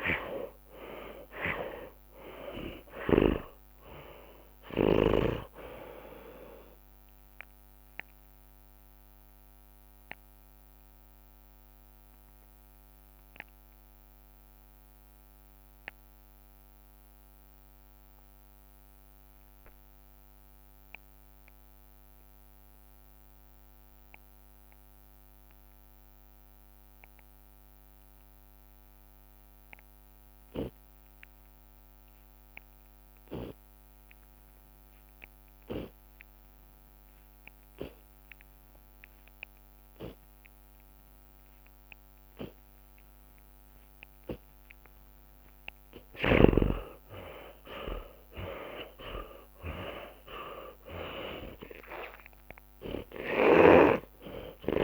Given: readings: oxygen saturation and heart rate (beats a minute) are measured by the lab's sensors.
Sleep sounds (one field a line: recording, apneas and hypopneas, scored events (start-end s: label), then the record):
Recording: breathing in sleep by a microphone on the trachea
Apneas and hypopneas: 1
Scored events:
0.00-1.50 s: tachycardia (device-marked, heart rate 177 extreme)
0.00-13.50 s: oxygen desaturation (device-marked, oxygen 90% lowest, heart rate 25 extreme)
5.00-7.00 s: long interval between heartbeats (device-marked)
7.50-9.50 s: long interval between heartbeats (device-marked, heart rate 112 before, 45 extreme)
7.50-16.50 s: drop in pulse transit time (device-marked, heart rate 112 before, 45 extreme)
7.50-21.50 s: tachycardia (device-marked, heart rate 67 before, 178 extreme)
9.50-11.50 s: long interval between heartbeats (device-marked, heart rate 103 before, 55 extreme)
10.00-45.50 s: obstructive apnea (oxygen 96% before, 58% lowest)
11.50-54.84 s: new sleep stage, REM sleep
12.00-14.00 s: long interval between heartbeats (device-marked, heart rate 98 before, 132 extreme)
14.50-16.50 s: long interval between heartbeats (device-marked, heart rate 101 before, 139 extreme)
16.50-18.50 s: long interval between heartbeats (device-marked, heart rate 102 before, 142 extreme)
18.50-20.50 s: long interval between heartbeats (device-marked, heart rate 105 before, 176 extreme)
19.50-37.50 s: oxygen desaturation (device-marked, oxygen 91% before, 69% lowest)
20.50-22.50 s: long interval between heartbeats (device-marked, heart rate 111 before, 146 extreme)
23.00-25.00 s: long interval between heartbeats (device-marked, heart rate 114 before, 118 extreme)
25.50-48.50 s: tachycardia (device-marked, heart rate 71 before, 162 extreme)
27.50-29.50 s: long interval between heartbeats (device-marked, heart rate 122 before, 95 extreme)
28.50-34.50 s: drop in pulse transit time (device-marked, heart rate 125 before, 116 extreme)
30.00-32.00 s: long interval between heartbeats (device-marked, heart rate 128 before, 125 extreme)
32.00-34.00 s: long interval between heartbeats (device-marked, heart rate 132 before, 147 extreme)
35.00-37.00 s: long interval between heartbeats (device-marked, heart rate 134 before, 136 extreme)
36.50-37.50 s: drop in pulse transit time (device-marked, heart rate 134 before, 130 extreme)
37.00-39.00 s: long interval between heartbeats (device-marked, heart rate 134 before, 114 extreme)
39.00-41.00 s: long interval between heartbeats (device-marked, heart rate 131 before, 124 extreme)
41.50-43.50 s: long interval between heartbeats (device-marked, heart rate 123 before, 136 extreme)
43.50-45.50 s: long interval between heartbeats (device-marked, heart rate 123 before, 137 extreme)
45.50-47.50 s: long interval between heartbeats (device-marked, heart rate 127 before, 150 extreme)
47.00-53.00 s: arousal
52.00-54.00 s: long interval between heartbeats (device-marked)
From the record:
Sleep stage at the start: N2 (light sleep)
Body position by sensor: on the left side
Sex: male